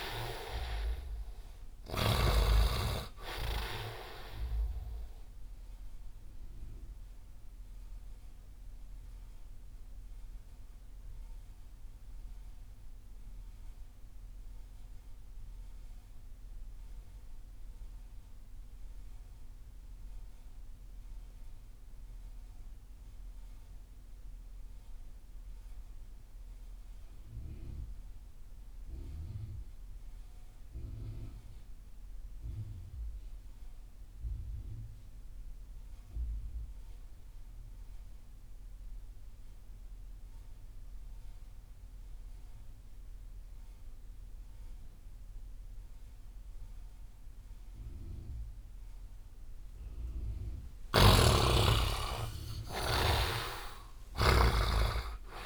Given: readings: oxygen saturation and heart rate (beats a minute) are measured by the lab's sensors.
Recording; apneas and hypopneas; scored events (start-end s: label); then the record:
breathing in sleep by a room microphone; 1
0.00-2.50 s: snoring (device-marked)
0.00-19.00 s: oxygen desaturation (device-marked, oxygen 62% lowest)
6.00-50.00 s: obstructive apnea (oxygen 96% before, 62% lowest)
29.00-55.46 s: oxygen desaturation (device-marked, oxygen 100% before, 62% lowest)
51.00-55.46 s: snoring (device-marked)
51.50-55.00 s: arousal
From the record:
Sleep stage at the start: REM sleep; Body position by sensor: on the right side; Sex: male